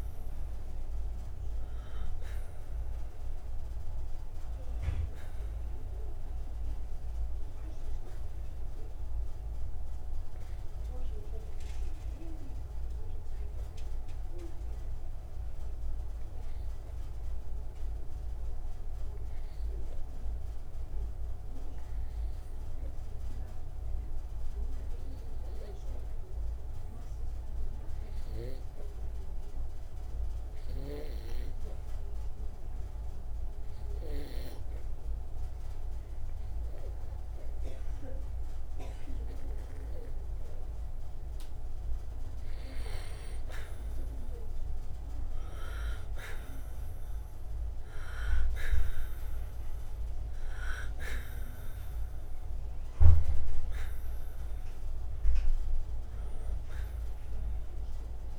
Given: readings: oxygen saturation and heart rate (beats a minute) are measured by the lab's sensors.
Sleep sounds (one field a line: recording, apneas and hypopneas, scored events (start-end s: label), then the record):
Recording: breathing in sleep by a room microphone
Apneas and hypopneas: 1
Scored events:
0.00-31.50 s: oxygen desaturation (device-marked, oxygen 92% lowest)
13.50-45.00 s: obstructive apnea (oxygen 97% before, 86% lowest)
43.50-58.39 s: oxygen desaturation (device-marked, oxygen 96% before, 86% lowest)
49.00-53.00 s: arousal
From the record:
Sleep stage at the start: N2 (light sleep)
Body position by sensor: on the right side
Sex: male